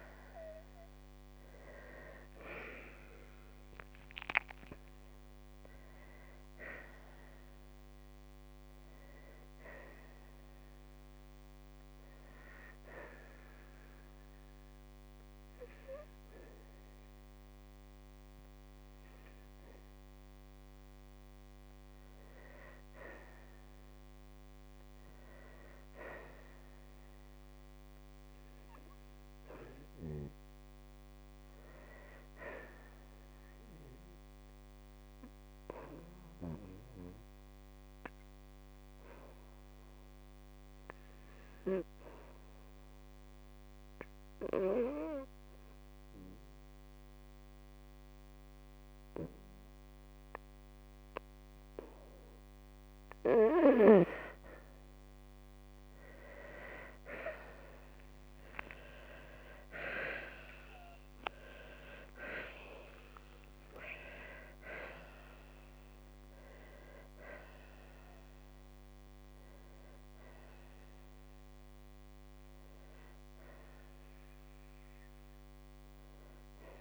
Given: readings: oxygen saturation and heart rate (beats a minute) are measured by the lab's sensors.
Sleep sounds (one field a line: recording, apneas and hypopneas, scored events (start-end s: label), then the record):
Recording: breathing in sleep by a microphone on the trachea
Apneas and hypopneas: 2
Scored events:
9.00-21.00 s: hypopnea (oxygen 98% before, 93% lowest, heart rate 58 before, 54 extreme, up 4 after)
23.00-27.00 s: arousal
28.00-43.00 s: oxygen desaturation (device-marked, oxygen 97% before, 93% lowest, heart rate 57 before, 55 extreme)
38.50-52.50 s: obstructive apnea (oxygen 97% before, 91% lowest, heart rate 56 before, 55 extreme, up 15 after)
58.00-62.50 s: arousal
63.00-65.00 s: long interval between heartbeats (device-marked, heart rate 61 before, 73 extreme)
From the record:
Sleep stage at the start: N2 (light sleep)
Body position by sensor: on the right side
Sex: female